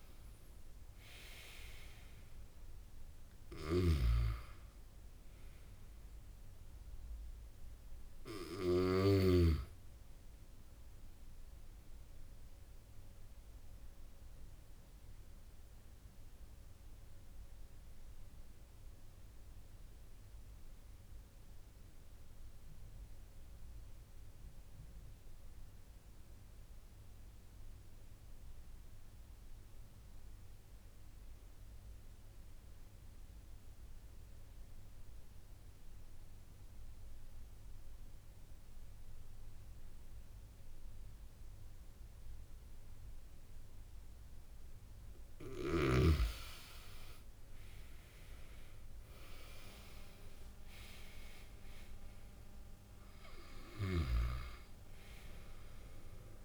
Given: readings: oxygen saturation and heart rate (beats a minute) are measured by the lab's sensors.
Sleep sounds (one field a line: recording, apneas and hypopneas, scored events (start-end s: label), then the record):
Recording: breathing in sleep by a room microphone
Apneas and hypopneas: 1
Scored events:
0.00-8.00 s: oxygen desaturation (device-marked, oxygen 91% lowest)
12.00-44.00 s: obstructive apnea (oxygen 96% before, 90% lowest)
40.00-56.45 s: oxygen desaturation (device-marked, oxygen 97% before, 90% lowest)
47.50-51.50 s: arousal
From the record:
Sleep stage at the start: N2 (light sleep)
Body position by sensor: on the back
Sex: male